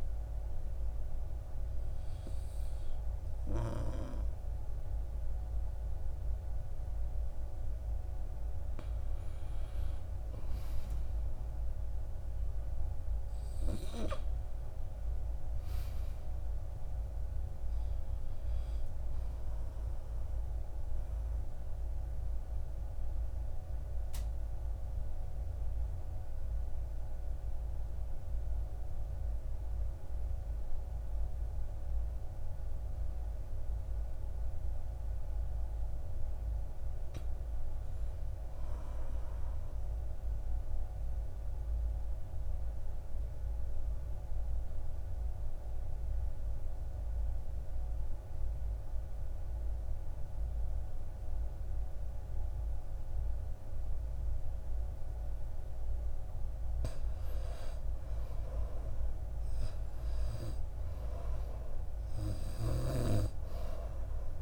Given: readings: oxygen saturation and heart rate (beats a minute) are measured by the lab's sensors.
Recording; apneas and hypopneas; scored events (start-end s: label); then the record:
breathing in sleep by a room microphone; 2
20.00-34.00 s: obstructive apnea (oxygen 96% before, 86% lowest, heart rate 59 before, 53 extreme, up 9 after)
36.00-38.50 s: arousal
40.50-55.50 s: obstructive apnea (oxygen 96% before, 83% lowest, heart rate 56 before, 56 extreme, up 6 after)
41.50-55.50 s: oxygen desaturation (device-marked, oxygen 96% before, 90% lowest, heart rate 56 before, 56 extreme)
57.50-61.00 s: arousal
57.50-64.42 s: oxygen desaturation (device-marked, oxygen 94% before, 86% lowest, heart rate 61 before, 54 extreme)
From the record:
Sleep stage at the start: N2 (light sleep); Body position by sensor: on the back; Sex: male